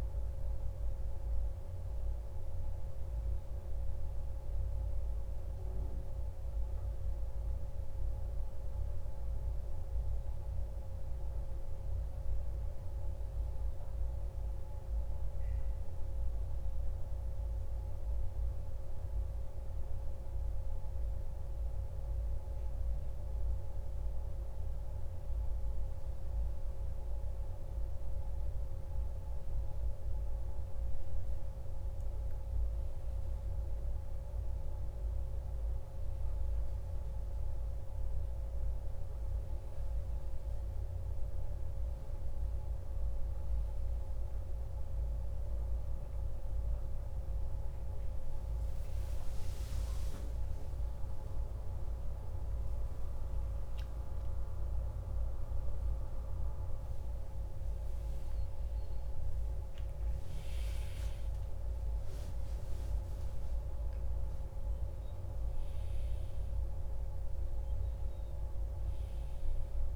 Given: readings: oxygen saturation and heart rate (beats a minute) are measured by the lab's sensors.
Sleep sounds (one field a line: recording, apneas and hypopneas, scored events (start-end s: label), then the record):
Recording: breathing in sleep, hard to hear, by a room microphone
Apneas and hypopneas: none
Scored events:
52.50-69.96 s: new sleep stage, awake
From the record:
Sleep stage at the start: N1 (lightest sleep)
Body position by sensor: on the back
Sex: male